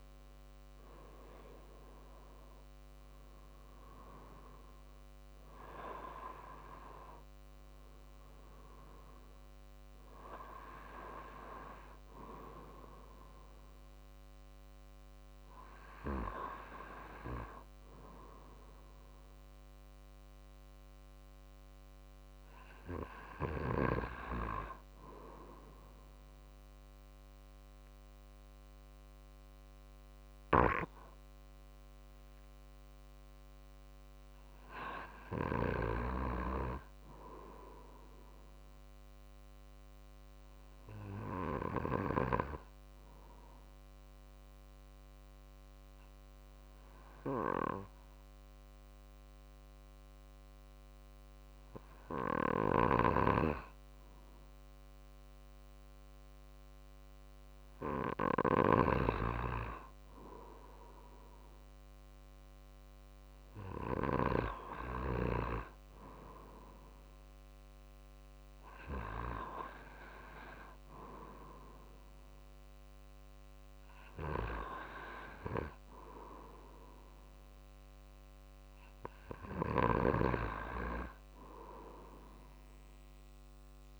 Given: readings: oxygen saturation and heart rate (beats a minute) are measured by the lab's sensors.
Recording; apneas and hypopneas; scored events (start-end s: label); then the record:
breathing in sleep by a microphone on the trachea; 1
0.00-19.00 s: oxygen desaturation (device-marked, oxygen 89% lowest, heart rate 50 extreme)
2.00-21.00 s: drop in pulse transit time (device-marked, heart rate 51 before, 50 extreme)
40.50-57.50 s: obstructive apnea (oxygen 91% before, 91% lowest, heart rate 51 before, 50 extreme, up 1 after)
52.00-58.50 s: snoring (device-marked)
58.50-62.00 s: arousal
69.00-84.00 s: drop in pulse transit time (device-marked, heart rate 50 before, 50 extreme)
From the record:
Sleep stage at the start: N2 (light sleep); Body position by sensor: on the right side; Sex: male